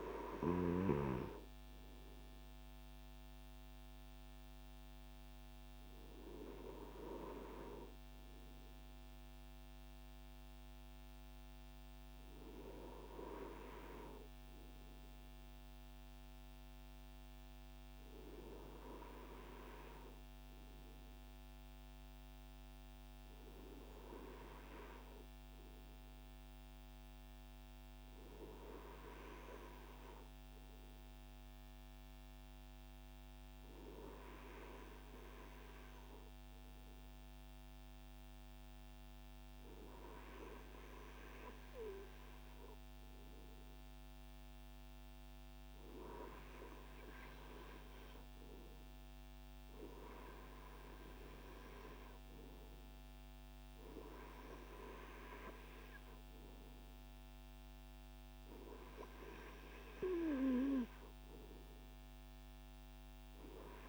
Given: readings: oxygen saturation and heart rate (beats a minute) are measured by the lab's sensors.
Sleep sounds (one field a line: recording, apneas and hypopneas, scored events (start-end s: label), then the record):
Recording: breathing in sleep by a microphone on the trachea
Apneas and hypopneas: 1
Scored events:
25.00-45.50 s: hypopnea (oxygen 98% before, 95% lowest, heart rate 62 before, 58 extreme)
49.50-54.50 s: arousal
From the record:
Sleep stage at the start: N2 (light sleep)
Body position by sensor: on the front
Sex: male